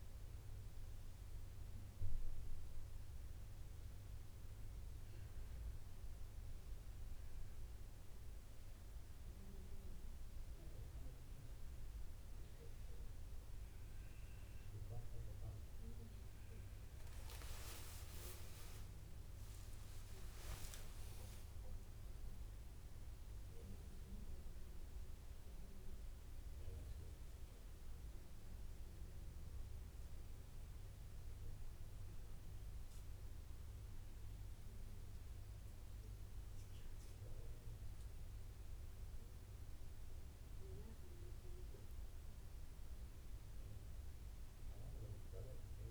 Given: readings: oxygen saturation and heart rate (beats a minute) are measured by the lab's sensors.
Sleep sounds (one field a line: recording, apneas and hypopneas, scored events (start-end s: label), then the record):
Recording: a person awake in a sleep study, hard to hear, by a room microphone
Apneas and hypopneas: none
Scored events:
8.00-10.00 s: long interval between heartbeats (device-marked, heart rate 68 before, 58 extreme)
15.50-17.50 s: long interval between heartbeats (device-marked, heart rate 65 before, 70 extreme)
20.00-22.00 s: long interval between heartbeats (device-marked, heart rate 64 before, 39 extreme)
26.50-28.50 s: long interval between heartbeats (device-marked)
32.00-34.00 s: long interval between heartbeats (device-marked)
From the record:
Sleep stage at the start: awake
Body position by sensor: on the back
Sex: male